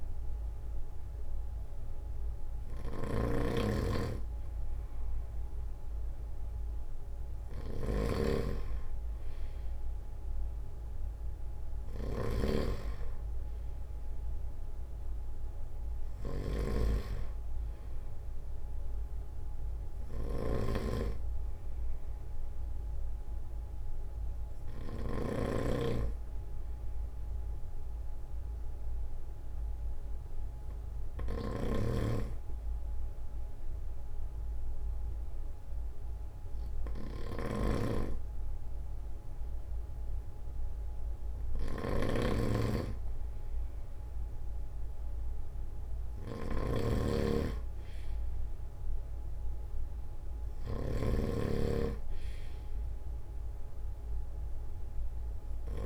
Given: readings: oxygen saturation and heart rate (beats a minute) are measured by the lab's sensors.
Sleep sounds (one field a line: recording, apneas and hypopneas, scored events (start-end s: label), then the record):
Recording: breathing in sleep by a room microphone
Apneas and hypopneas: 1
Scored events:
0.00-25.00 s: snoring (device-marked)
0.50-2.50 s: long interval between heartbeats (device-marked, heart rate 43 before, 48 extreme)
0.50-5.50 s: arousal
7.00-9.00 s: long interval between heartbeats (device-marked, heart rate 46 before, 37 extreme)
15.50-17.50 s: long interval between heartbeats (device-marked, heart rate 41 before, 48 extreme)
24.50-39.50 s: hypopnea (oxygen 95% before, 94% lowest, heart rate 38 before, 27 extreme, up 10 after)
31.00-55.86 s: snoring (device-marked)
35.00-37.00 s: long interval between heartbeats (device-marked, heart rate 42 before, 46 extreme)
43.50-48.50 s: arousal
From the record:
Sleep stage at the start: N2 (light sleep)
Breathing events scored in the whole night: 240 in 4.3 hours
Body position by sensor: on the front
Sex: male